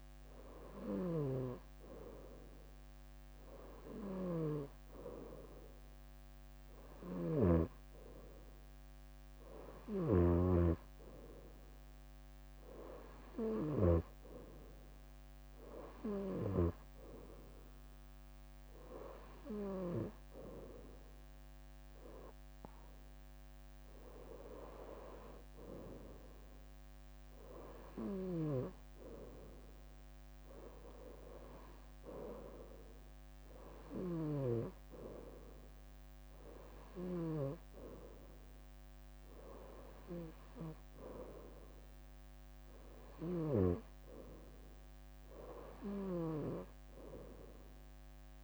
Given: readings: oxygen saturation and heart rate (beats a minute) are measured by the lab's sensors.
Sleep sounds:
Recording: breathing in sleep by a microphone on the trachea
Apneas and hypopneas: none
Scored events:
10.00-14.00 s: snoring (device-marked)
19.00-26.50 s: leg movement (device-marked)
From the record:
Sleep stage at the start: N2 (light sleep)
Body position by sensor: on the right side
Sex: female

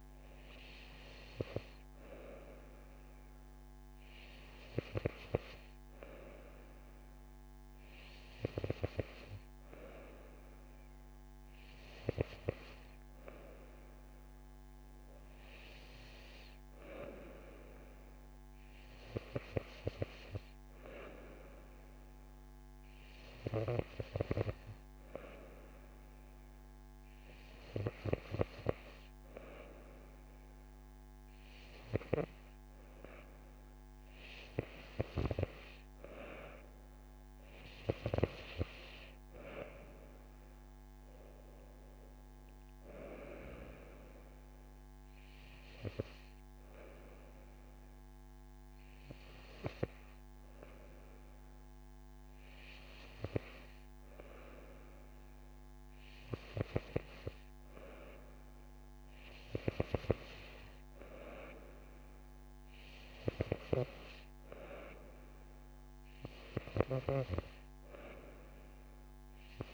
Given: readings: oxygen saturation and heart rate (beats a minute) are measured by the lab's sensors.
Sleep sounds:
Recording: breathing in sleep by a microphone on the trachea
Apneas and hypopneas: none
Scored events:
none scored
From the record:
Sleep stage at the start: N2 (light sleep)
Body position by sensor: on the right side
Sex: female

